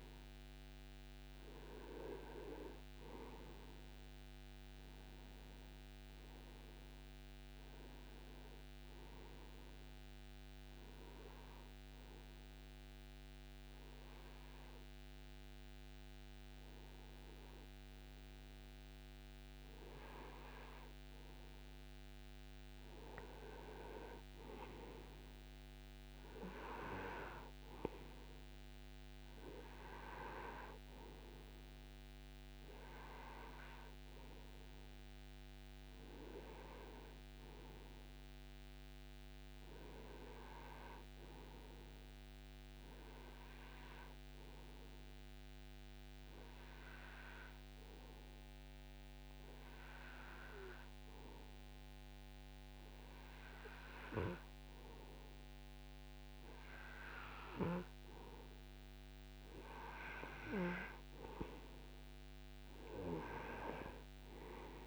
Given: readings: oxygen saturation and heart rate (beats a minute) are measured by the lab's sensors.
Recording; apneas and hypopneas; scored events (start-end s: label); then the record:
breathing in sleep by a microphone on the trachea; 2
7.00-10.00 s: arousal
12.00-23.00 s: hypopnea (oxygen 92% before, 88% lowest)
26.00-30.00 s: arousal
30.50-42.50 s: oxygen desaturation (device-marked, oxygen 93% before, 89% lowest)
43.50-57.00 s: hypopnea (oxygen 93% before, 88% lowest)
60.00-63.50 s: arousal
61.50-64.87 s: oxygen desaturation (device-marked, oxygen 91% before, 88% lowest)
From the record:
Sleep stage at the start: N2 (light sleep); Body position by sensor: on the right side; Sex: male